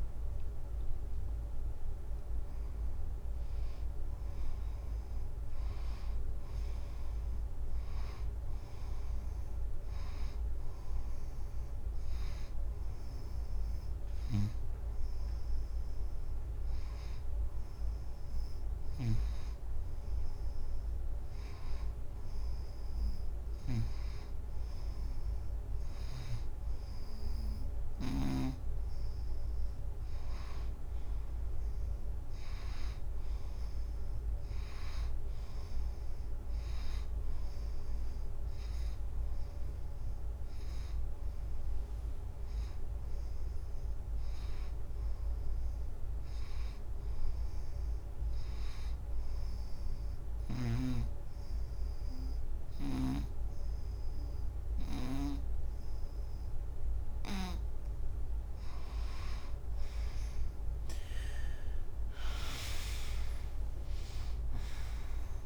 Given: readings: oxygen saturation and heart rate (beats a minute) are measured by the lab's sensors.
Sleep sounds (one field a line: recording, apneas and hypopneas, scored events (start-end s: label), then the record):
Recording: a person partly awake in a sleep study, by a room microphone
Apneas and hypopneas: 2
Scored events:
1.00-31.00 s: new sleep stage, N1 (lightest sleep)
11.00-21.50 s: hypopnea (oxygen 97% before, 85% lowest, heart rate 96 before, 90 extreme, up 1 after)
25.00-29.50 s: arousal
31.00-65.46 s: new sleep stage, N2 (light sleep)
49.00-59.00 s: obstructive apnea (oxygen 94% before, 85% lowest, heart rate 93 before, 79 extreme, up 26 after)
62.50-65.46 s: arousal
From the record:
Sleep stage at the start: awake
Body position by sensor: on the right side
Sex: female